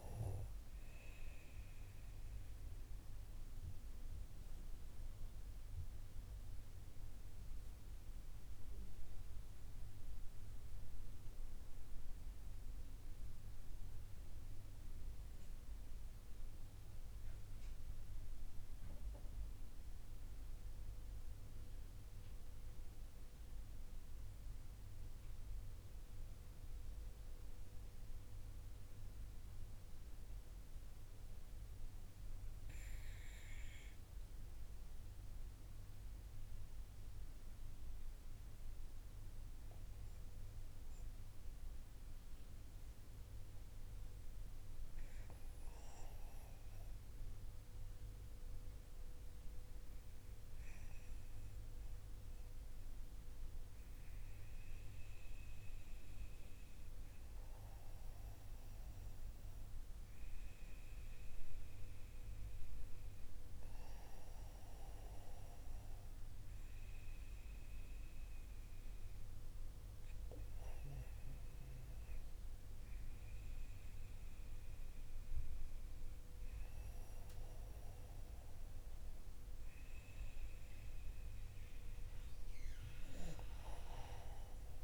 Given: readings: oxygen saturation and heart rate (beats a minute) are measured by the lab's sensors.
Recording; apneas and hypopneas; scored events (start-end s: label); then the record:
breathing in sleep, hard to hear, by a room microphone; 1
4.50-59.50 s: obstructive apnea (oxygen 95% before, 81% lowest)
24.00-63.00 s: oxygen desaturation (device-marked, oxygen 94% before, 81% lowest)
63.00-68.00 s: arousal
From the record:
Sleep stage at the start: REM sleep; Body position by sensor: on the back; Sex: male